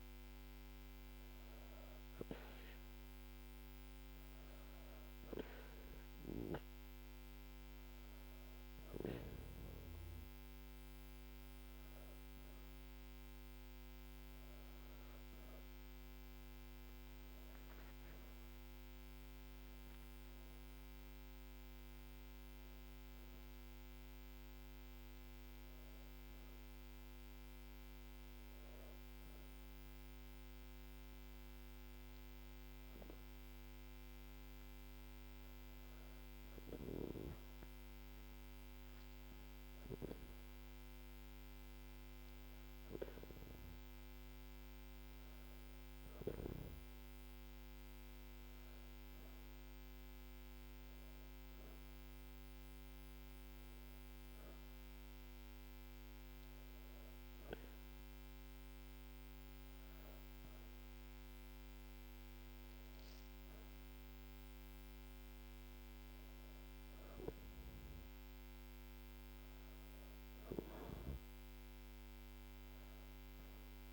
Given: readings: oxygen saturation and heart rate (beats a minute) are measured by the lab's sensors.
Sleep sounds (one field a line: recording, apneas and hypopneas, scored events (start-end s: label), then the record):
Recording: breathing in sleep, hard to hear, by a microphone on the trachea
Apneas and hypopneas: 1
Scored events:
0.00-11.00 s: oxygen desaturation (device-marked, oxygen 94% lowest, heart rate 77 extreme)
29.50-42.00 s: hypopnea (oxygen 97% before, 95% lowest, heart rate 79 before, 78 extreme, up 2 after)
43.50-47.50 s: arousal
From the record:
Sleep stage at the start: N2 (light sleep)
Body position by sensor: on the back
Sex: female